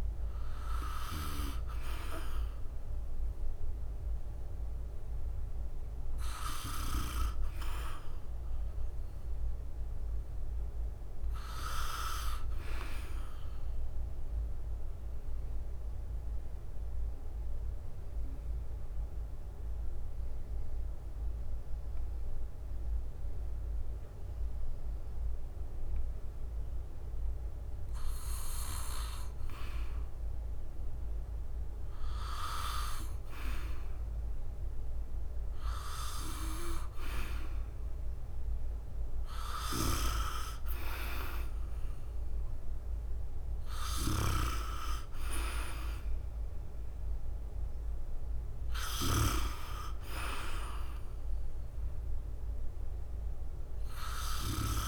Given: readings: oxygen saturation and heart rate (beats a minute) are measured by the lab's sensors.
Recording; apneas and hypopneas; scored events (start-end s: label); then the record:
breathing in sleep by a room microphone; 1
0.00-4.00 s: arousal
10.00-42.00 s: bradycardia (device-marked, heart rate 58 before, 46 extreme)
13.00-29.00 s: obstructive apnea (oxygen 99% before, 92% lowest, heart rate 65 before, 46 extreme)
34.50-38.50 s: arousal
40.00-54.00 s: drop in pulse transit time (device-marked, heart rate 51 before, 53 extreme)
49.00-54.88 s: bradycardia (device-marked, heart rate 57 before, 48 extreme)
From the record:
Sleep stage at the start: N2 (light sleep); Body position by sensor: on the back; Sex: male